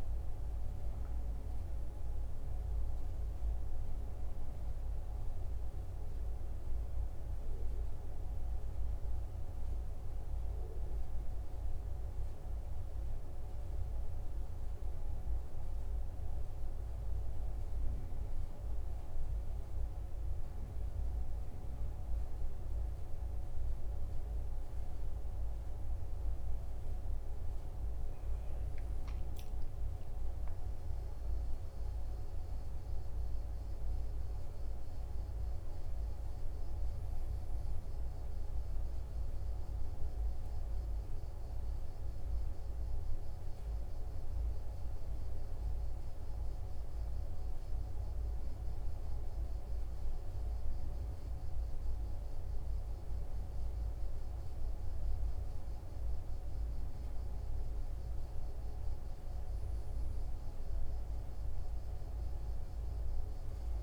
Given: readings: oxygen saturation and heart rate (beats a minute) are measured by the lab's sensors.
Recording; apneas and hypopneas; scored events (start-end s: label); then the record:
a person awake in a sleep study, hard to hear, by a room microphone; none
none scored
From the record:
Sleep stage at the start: awake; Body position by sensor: on the right side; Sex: male